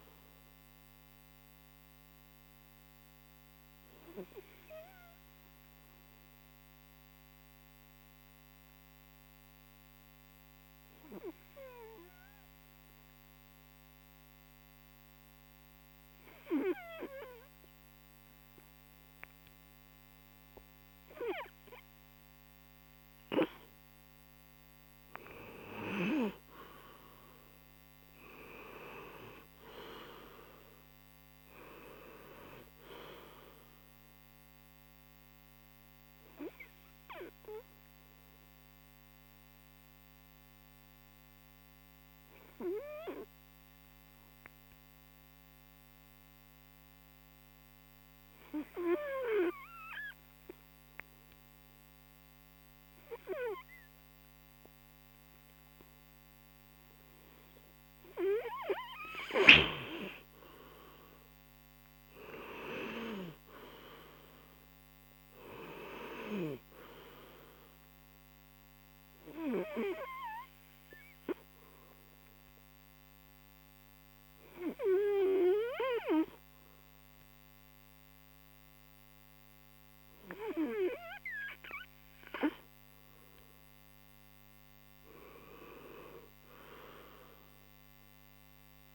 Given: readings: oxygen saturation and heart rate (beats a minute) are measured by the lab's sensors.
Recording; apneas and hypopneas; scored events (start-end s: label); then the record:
breathing in sleep by a microphone on the trachea; 2
0.00-4.00 s: oxygen desaturation (device-marked, oxygen 93% lowest)
4.50-18.50 s: hypopnea (oxygen 98% before, 90% lowest)
19.50-22.00 s: arousal
27.50-31.00 s: arousal
28.00-55.00 s: oxygen desaturation (device-marked, oxygen 100% before, 90% lowest)
37.00-52.50 s: hypopnea (oxygen 100% before, 90% lowest)
54.00-56.00 s: arousal
63.00-88.00 s: oxygen desaturation (device-marked, oxygen 98% before, 91% lowest)
87.00-88.95 s: arousal
From the record:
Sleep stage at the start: N2 (light sleep); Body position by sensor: on the right side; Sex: male